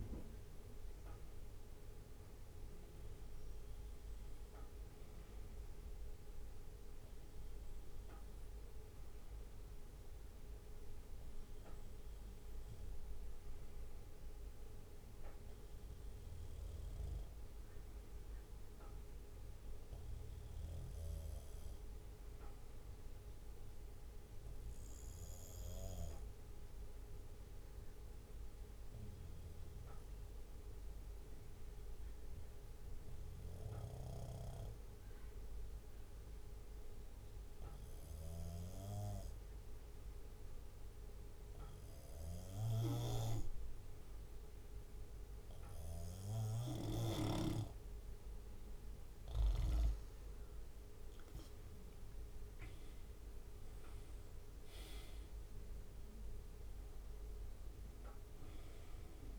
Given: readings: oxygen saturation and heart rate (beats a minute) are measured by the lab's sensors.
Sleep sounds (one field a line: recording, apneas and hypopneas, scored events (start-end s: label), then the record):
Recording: breathing in sleep by a room microphone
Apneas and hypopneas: 1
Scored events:
0.00-16.00 s: bradycardia (device-marked, heart rate 57 extreme)
19.50-23.00 s: arousal
22.00-39.00 s: bradycardia (device-marked, heart rate 59 before, 58 extreme)
26.50-46.00 s: obstructive apnea (oxygen 98% before, 96% lowest, heart rate 58 before, 57 extreme, up 5 after)
50.50-54.00 s: arousal
58.00-59.39 s: bradycardia (device-marked, heart rate 59 before, 57 extreme)
From the record:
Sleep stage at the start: N2 (light sleep)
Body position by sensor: on the back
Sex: male